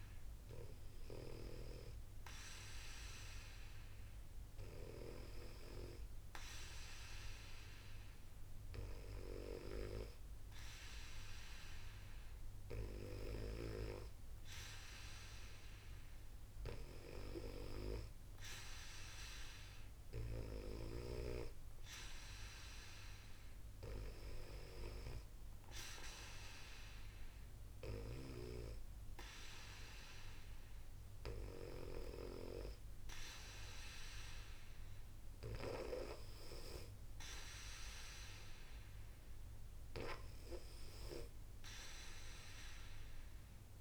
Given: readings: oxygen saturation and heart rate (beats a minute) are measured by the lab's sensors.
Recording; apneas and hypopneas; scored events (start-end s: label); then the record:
breathing in sleep by a room microphone; none
none scored
From the record:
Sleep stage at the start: N2 (light sleep); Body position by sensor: on the back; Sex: female